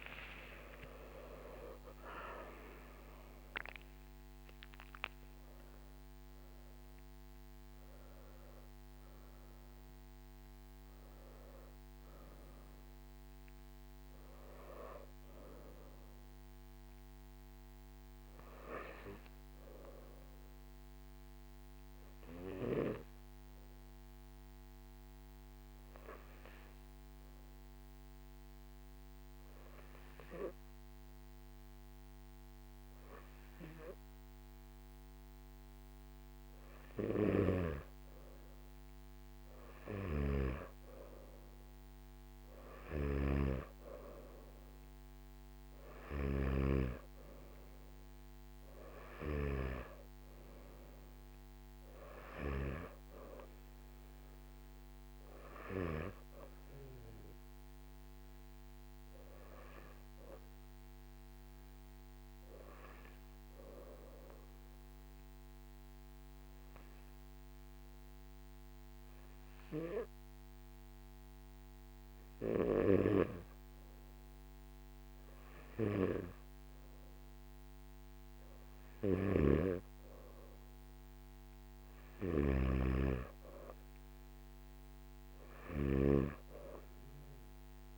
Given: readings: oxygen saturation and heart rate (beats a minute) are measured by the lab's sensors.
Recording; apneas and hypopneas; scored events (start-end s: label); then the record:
breathing in sleep by a microphone on the trachea; 2
21.50-36.00 s: hypopnea (oxygen 95% before, 94% lowest, heart rate 58 before, 50 extreme, up 7 after)
42.50-46.50 s: snoring (device-marked)
43.50-57.50 s: oxygen desaturation (device-marked, oxygen 98% before, 94% lowest, heart rate 56 before, 50 extreme)
60.50-78.00 s: hypopnea (oxygen 99% before, 94% lowest, heart rate 58 before, 52 extreme, up 4 after)
60.50-87.98 s: new sleep stage, N2 (light sleep)
79.00-86.00 s: snoring (device-marked)
From the record:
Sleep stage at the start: N3 (deep sleep); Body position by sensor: on the back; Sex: male